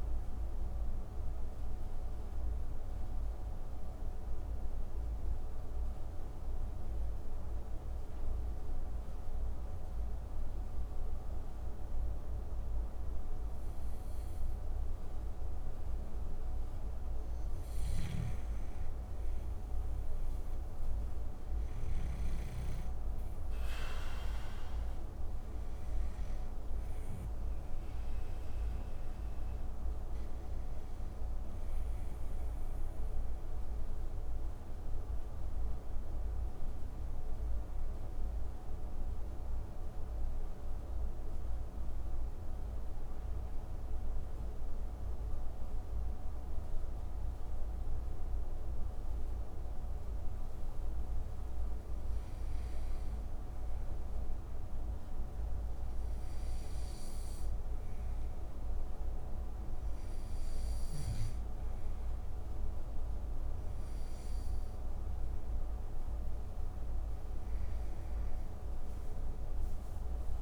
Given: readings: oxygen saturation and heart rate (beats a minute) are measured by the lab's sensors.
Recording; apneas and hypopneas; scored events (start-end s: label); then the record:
breathing in sleep, hard to hear, by a room microphone; 2
0.00-17.50 s: oxygen desaturation (device-marked, oxygen 92% lowest)
1.00-15.50 s: central apnea (oxygen 96% before, 90% lowest)
17.00-21.50 s: snoring (device-marked)
19.50-22.50 s: arousal
28.50-46.50 s: oxygen desaturation (device-marked, oxygen 97% before, 90% lowest)
36.50-50.50 s: obstructive apnea (oxygen 97% before, 90% lowest)
52.00-56.00 s: arousal
65.50-70.42 s: oxygen desaturation (device-marked, oxygen 97% before, 93% lowest)
From the record:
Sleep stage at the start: N2 (light sleep); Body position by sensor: on the back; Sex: male